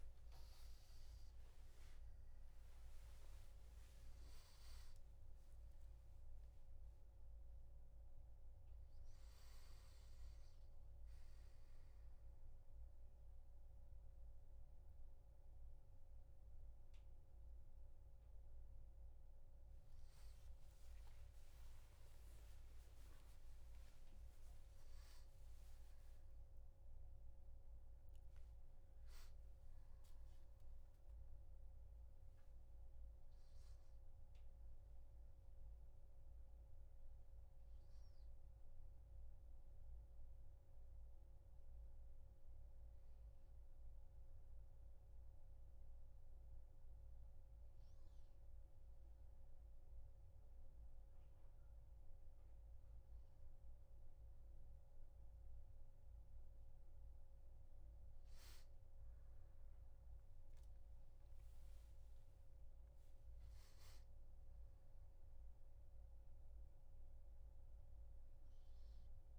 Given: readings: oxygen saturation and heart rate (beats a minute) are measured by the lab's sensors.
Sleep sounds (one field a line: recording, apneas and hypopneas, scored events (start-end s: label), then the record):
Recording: a person awake in a sleep study, hard to hear, by a room microphone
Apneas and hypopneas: none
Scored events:
0.00-1.50 s: long interval between heartbeats (device-marked, heart rate 117 extreme)
0.00-5.50 s: tachycardia (device-marked, heart rate 127 extreme)
3.50-5.50 s: long interval between heartbeats (device-marked, heart rate 100 before, 125 extreme)
20.50-27.50 s: tachycardia (device-marked, heart rate 84 before, 115 extreme)
21.00-23.00 s: long interval between heartbeats (device-marked, heart rate 98 before, 96 extreme)
From the record:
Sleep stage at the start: awake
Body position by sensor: on the back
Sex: male